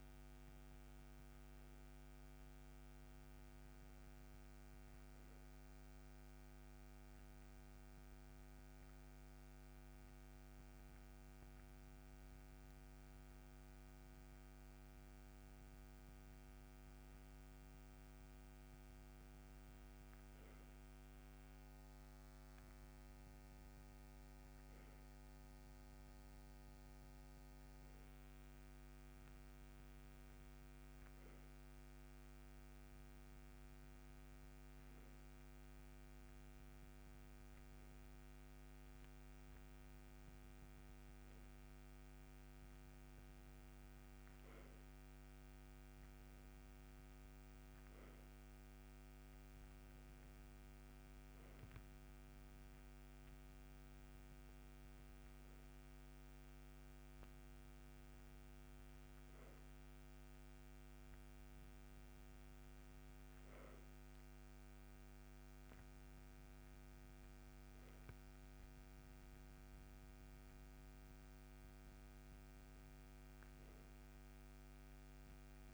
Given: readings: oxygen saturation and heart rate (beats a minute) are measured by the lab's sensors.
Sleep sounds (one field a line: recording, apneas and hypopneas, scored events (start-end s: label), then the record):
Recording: breathing in sleep, hard to hear, by a microphone on the trachea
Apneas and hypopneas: 1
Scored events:
6.00-18.00 s: hypopnea (oxygen 99% before, 94% lowest)
21.50-26.00 s: arousal
From the record:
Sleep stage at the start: N2 (light sleep)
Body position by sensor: on the right side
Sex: male